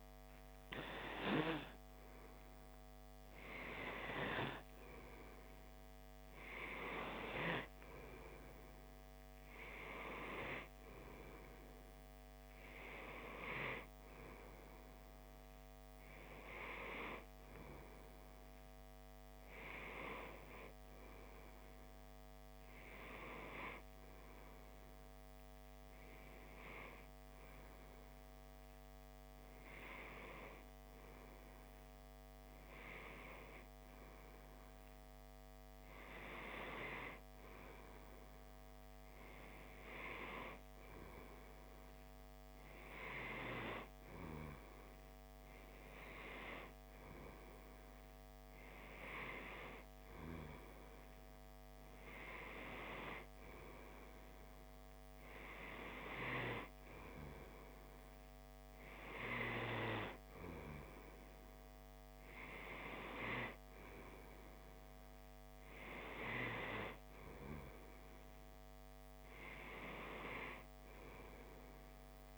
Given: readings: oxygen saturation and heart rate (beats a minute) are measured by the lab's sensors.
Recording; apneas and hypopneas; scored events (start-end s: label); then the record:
breathing in sleep by a microphone on the trachea; none
none scored
From the record:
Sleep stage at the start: N2 (light sleep); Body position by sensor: on the back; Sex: male